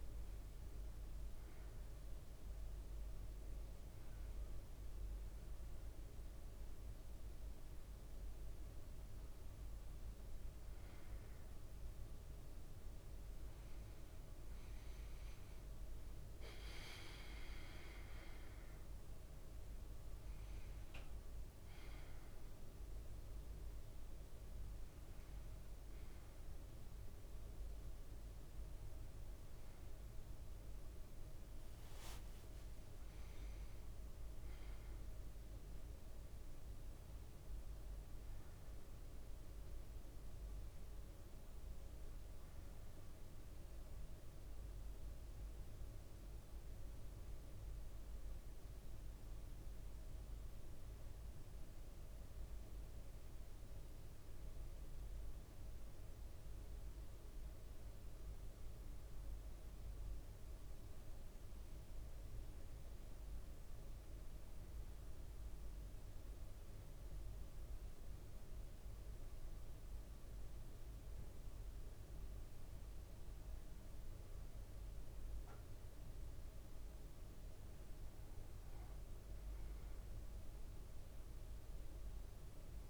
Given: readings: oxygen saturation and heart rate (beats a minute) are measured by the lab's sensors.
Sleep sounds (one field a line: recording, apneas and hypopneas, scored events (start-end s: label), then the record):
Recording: breathing in sleep, hard to hear, by a room microphone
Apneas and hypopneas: 1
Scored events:
0.00-16.00 s: oxygen desaturation (device-marked, oxygen 96% lowest, heart rate 56 extreme)
8.00-38.00 s: new sleep stage, N1 (lightest sleep)
28.00-32.00 s: arousal
38.00-82.89 s: new sleep stage, N2 (light sleep)
44.50-71.50 s: mixed apnea (oxygen 100% before, 94% lowest, heart rate 57 before, 56 extreme, up 2 after)
74.00-79.00 s: arousal
75.00-82.89 s: oxygen desaturation (device-marked, oxygen 100% before, 95% lowest, heart rate 57 before, 57 extreme)
From the record:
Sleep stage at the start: N2 (light sleep)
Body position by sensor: on the back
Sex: male